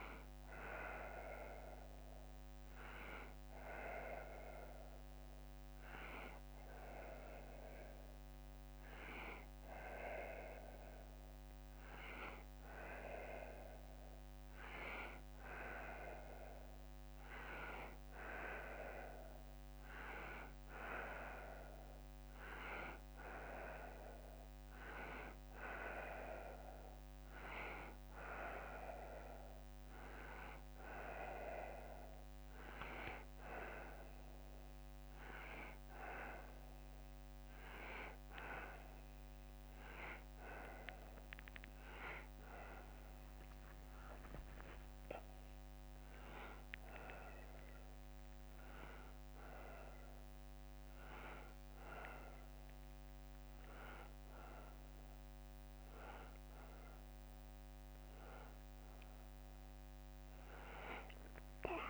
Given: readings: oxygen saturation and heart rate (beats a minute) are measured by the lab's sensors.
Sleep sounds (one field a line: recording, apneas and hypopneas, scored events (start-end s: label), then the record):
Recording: a person partly awake in a sleep study, by a microphone on the trachea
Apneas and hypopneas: none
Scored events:
31.50-61.90 s: new sleep stage, awake
44.00-46.00 s: long interval between heartbeats (device-marked, heart rate 77 before, 91 extreme)
47.50-58.50 s: drop in pulse transit time (device-marked, heart rate 81 before, 79 extreme)
From the record:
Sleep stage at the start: N1 (lightest sleep)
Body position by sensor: on the right side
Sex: male